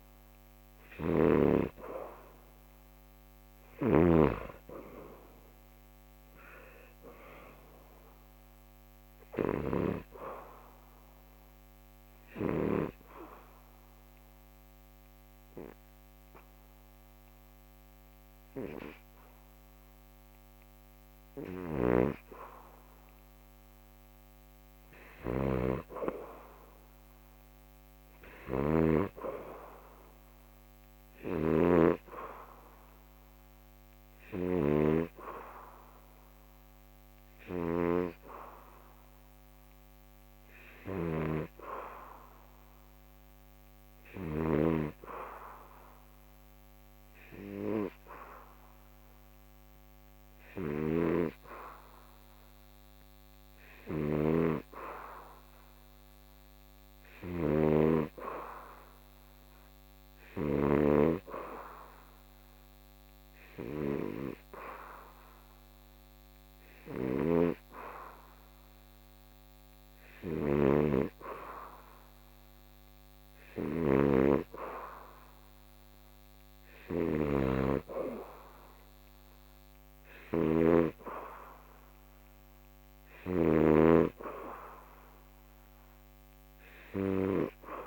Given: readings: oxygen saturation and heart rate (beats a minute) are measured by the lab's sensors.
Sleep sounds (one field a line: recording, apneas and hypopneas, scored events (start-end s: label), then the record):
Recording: breathing in sleep by a microphone on the trachea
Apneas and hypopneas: 1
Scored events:
0.00-3.00 s: oxygen desaturation (device-marked, oxygen 89% lowest, heart rate 72 extreme)
12.00-24.50 s: obstructive apnea (oxygen 95% before, 91% lowest, heart rate 76 before, 71 extreme, up 1 after)
26.50-30.00 s: arousal
29.00-45.00 s: oxygen desaturation (device-marked, oxygen 96% before, 91% lowest, heart rate 76 before, 71 extreme)
From the record:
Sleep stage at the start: N2 (light sleep)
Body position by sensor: on the back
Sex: male